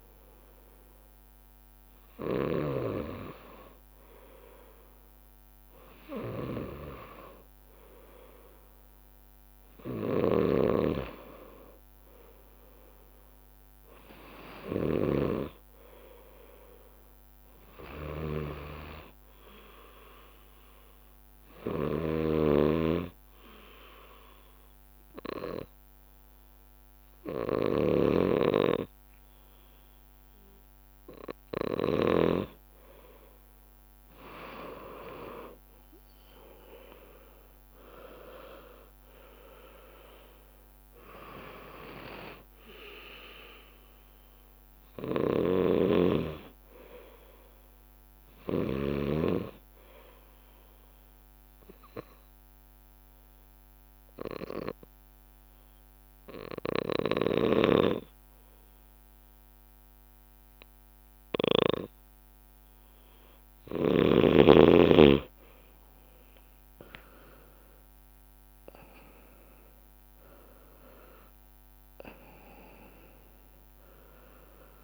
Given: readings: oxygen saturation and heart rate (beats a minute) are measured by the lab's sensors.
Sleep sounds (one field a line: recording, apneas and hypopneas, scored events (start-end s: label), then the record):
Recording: breathing in sleep by a microphone on the trachea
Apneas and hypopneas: 2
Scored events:
10.00-32.00 s: snoring (device-marked)
23.50-34.00 s: obstructive apnea (oxygen 97% before, 93% lowest)
37.50-41.50 s: arousal
45.00-49.00 s: snoring (device-marked)
50.50-63.00 s: obstructive apnea (oxygen 97% before, 93% lowest)
57.00-61.50 s: snoring (device-marked)
67.00-71.50 s: arousal
68.50-74.84 s: oxygen desaturation (device-marked, oxygen 97% before, 93% lowest)
From the record:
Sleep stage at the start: N2 (light sleep)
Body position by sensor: on the left side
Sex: male